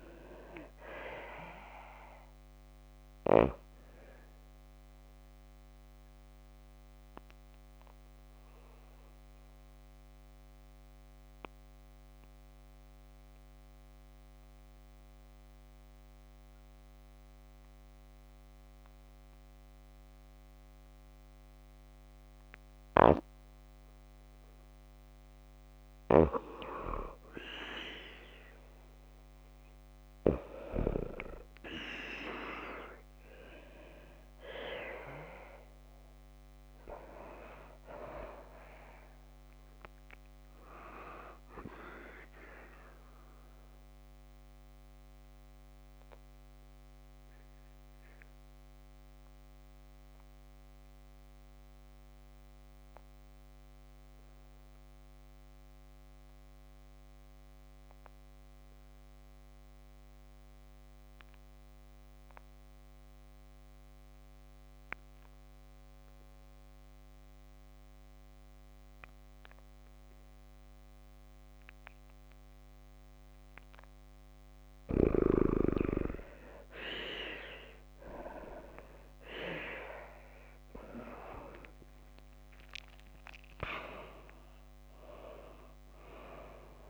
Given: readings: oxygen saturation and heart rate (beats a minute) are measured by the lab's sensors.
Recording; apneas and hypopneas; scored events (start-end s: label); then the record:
breathing in sleep by a microphone on the trachea; 2
0.00-2.50 s: oxygen desaturation (device-marked, oxygen 85% lowest, heart rate 55 extreme)
5.50-23.00 s: obstructive apnea (oxygen 95% before, 84% lowest, heart rate 78 before, 55 extreme, up 0 after)
26.50-31.00 s: arousal
32.50-66.50 s: oxygen desaturation (device-marked, oxygen 94% before, 84% lowest, heart rate 56 before, 50 extreme)
43.50-74.00 s: obstructive apnea (oxygen 94% before, 84% lowest, heart rate 57 before, 50 extreme)
79.50-83.50 s: arousal
From the record:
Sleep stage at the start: N2 (light sleep); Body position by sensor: on the back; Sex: female